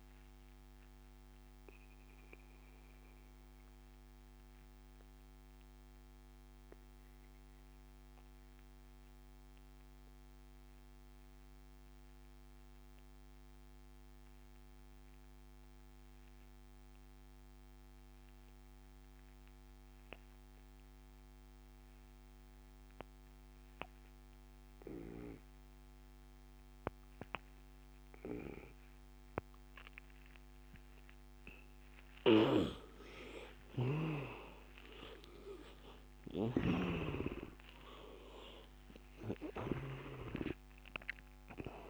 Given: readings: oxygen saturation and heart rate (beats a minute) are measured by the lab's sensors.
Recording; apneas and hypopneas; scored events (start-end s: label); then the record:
breathing in sleep by a microphone on the trachea; 1
0.00-11.50 s: oxygen desaturation (device-marked, oxygen 88% lowest, heart rate 76 extreme)
1.00-31.00 s: obstructive apnea (oxygen 99% before, 85% lowest, heart rate 89 before, 76 extreme, up 13 after)
27.50-41.90 s: oxygen desaturation (device-marked, oxygen 98% before, 85% lowest, heart rate 79 before, 75 extreme)
32.00-37.00 s: snoring (device-marked)
33.00-38.00 s: arousal
From the record:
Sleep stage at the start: N2 (light sleep); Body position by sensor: on the back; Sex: male